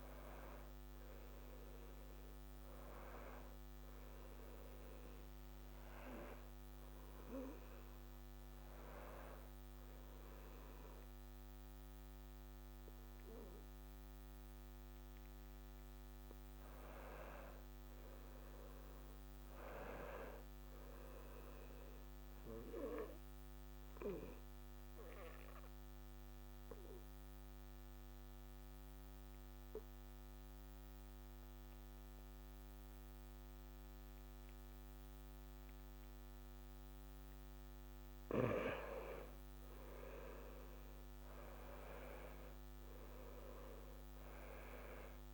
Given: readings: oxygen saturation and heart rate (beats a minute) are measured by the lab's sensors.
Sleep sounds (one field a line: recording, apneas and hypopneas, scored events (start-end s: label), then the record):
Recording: breathing in sleep by a microphone on the trachea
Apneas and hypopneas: 2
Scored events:
6.00-17.00 s: hypopnea (oxygen 95% before, 88% lowest, heart rate 71 before, 68 extreme, up 4 after)
18.00-22.00 s: arousal
24.00-36.50 s: obstructive apnea (oxygen 96% before, 88% lowest, heart rate 73 before, 68 extreme, up 2 after)
38.50-44.00 s: arousal
38.50-45.34 s: oxygen desaturation (device-marked, oxygen 95% before, 88% lowest, heart rate 70 before, 67 extreme)
From the record:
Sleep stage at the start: N2 (light sleep)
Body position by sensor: on the back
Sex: male